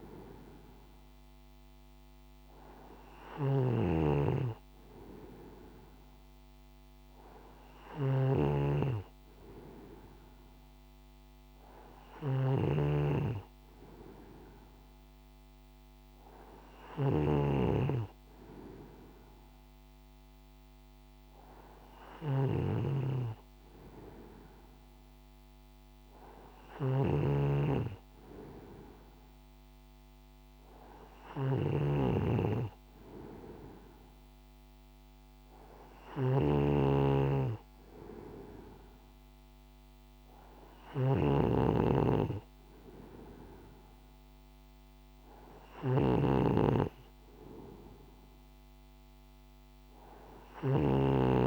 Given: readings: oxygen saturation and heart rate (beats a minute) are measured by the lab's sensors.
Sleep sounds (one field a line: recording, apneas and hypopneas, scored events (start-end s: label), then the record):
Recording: breathing in sleep by a microphone on the trachea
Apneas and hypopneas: none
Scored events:
0.00-51.47 s: snoring (device-marked)
From the record:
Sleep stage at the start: N2 (light sleep)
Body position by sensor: on the right side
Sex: male